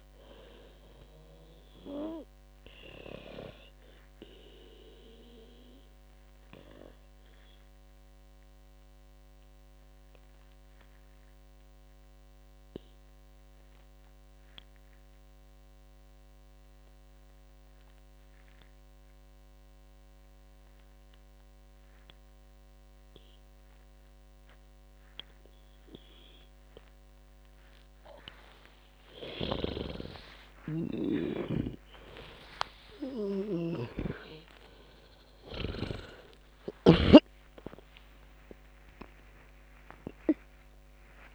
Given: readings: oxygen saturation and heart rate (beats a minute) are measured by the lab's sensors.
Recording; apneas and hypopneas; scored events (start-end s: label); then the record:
breathing in sleep by a microphone on the trachea; 1
0.00-17.50 s: oxygen desaturation (device-marked, oxygen 92% lowest, heart rate 53 extreme)
3.50-28.50 s: obstructive apnea (oxygen 97% before, 91% lowest, heart rate 68 before, 53 extreme, up 41 after)
30.00-38.00 s: snoring (device-marked)
31.50-38.00 s: arousal
From the record:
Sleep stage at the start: N2 (light sleep); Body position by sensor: on the back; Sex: female